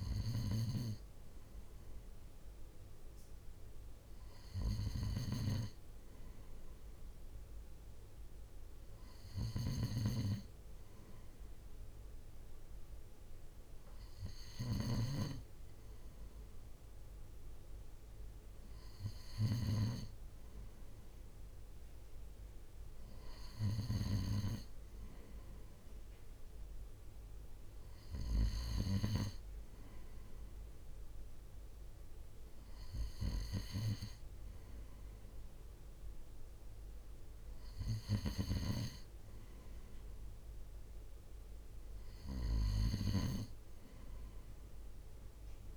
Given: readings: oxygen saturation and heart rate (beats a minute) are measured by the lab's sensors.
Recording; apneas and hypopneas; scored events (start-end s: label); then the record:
breathing in sleep by a room microphone; none
none scored
From the record:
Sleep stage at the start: N2 (light sleep); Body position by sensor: on the right side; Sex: male